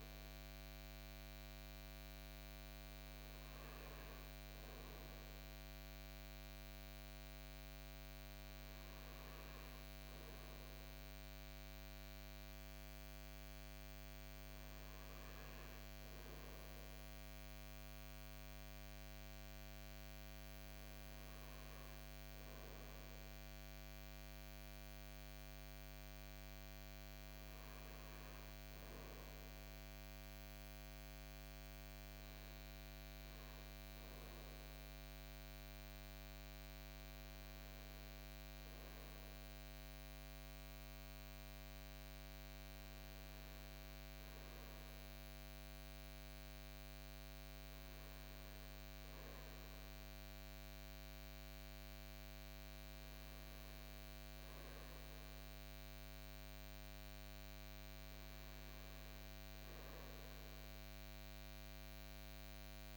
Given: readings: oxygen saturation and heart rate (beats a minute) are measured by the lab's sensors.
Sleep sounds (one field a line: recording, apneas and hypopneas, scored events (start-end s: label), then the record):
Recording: breathing in sleep, hard to hear, by a microphone on the trachea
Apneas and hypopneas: none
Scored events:
47.50-62.97 s: new sleep stage, REM sleep
From the record:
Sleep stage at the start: N2 (light sleep)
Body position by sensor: on the front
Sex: male